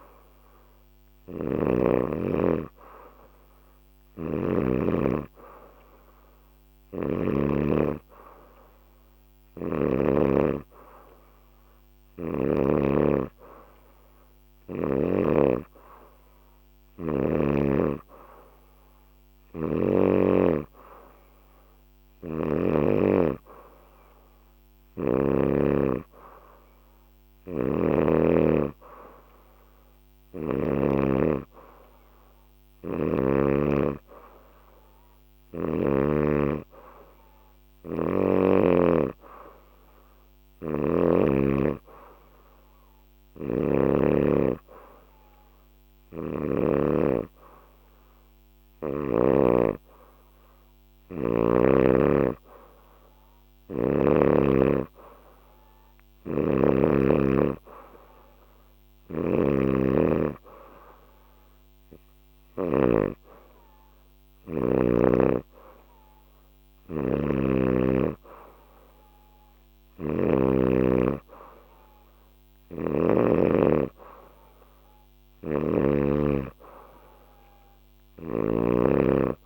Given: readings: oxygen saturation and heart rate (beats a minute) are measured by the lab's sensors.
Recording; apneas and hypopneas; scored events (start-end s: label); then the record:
breathing in sleep by a microphone on the trachea; none
3.50-7.00 s: snoring (device-marked)
11.50-15.00 s: snoring (device-marked)
27.00-30.50 s: snoring (device-marked)
40.00-46.50 s: snoring (device-marked)
58.50-62.50 s: snoring (device-marked)
69.50-73.00 s: snoring (device-marked)
75.00-78.50 s: snoring (device-marked)
From the record:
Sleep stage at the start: N2 (light sleep); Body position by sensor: on the back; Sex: female